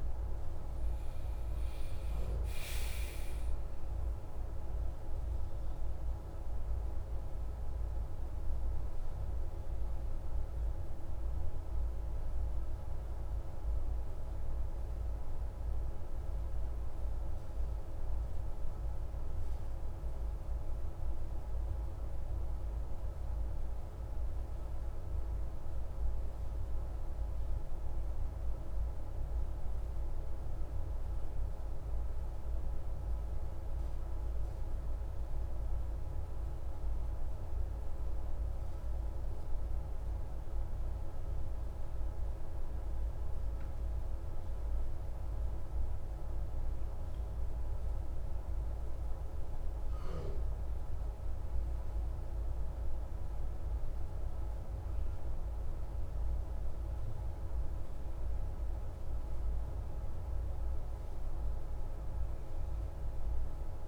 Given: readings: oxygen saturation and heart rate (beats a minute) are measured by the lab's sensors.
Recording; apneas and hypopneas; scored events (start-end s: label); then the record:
breathing in sleep, hard to hear, by a room microphone; 2
7.00-23.00 s: central apnea (oxygen 97% before, 95% lowest)
24.50-26.50 s: arousal
28.50-47.50 s: hypopnea (oxygen 97% before, 95% lowest)
49.00-53.50 s: arousal
From the record:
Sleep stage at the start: N1 (lightest sleep); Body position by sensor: on the back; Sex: male